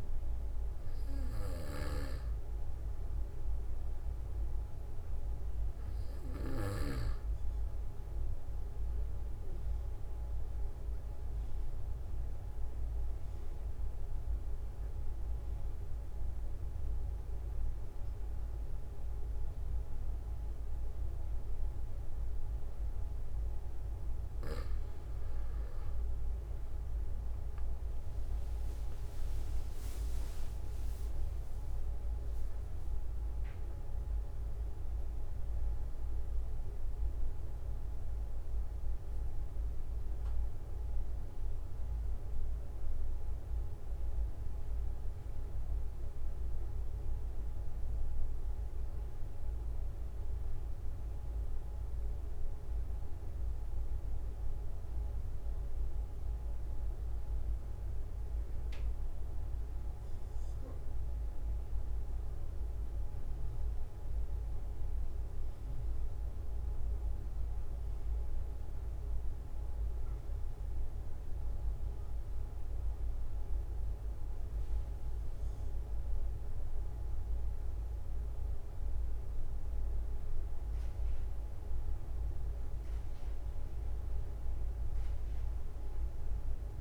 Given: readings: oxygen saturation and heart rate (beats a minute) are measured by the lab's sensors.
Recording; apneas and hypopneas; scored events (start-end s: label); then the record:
breathing in sleep, hard to hear, by a room microphone; 1
2.00-32.00 s: new sleep stage, N2 (light sleep)
10.00-24.00 s: obstructive apnea (oxygen 96% before, 92% lowest, heart rate 47 before, 45 extreme, up 5 after)
26.50-31.50 s: arousal
29.00-46.00 s: oxygen desaturation (device-marked, oxygen 96% before, 93% lowest, heart rate 46 before, 44 extreme)
32.00-86.81 s: new sleep stage, N1 (lightest sleep)
From the record:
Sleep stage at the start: N1 (lightest sleep); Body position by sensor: on the back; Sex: male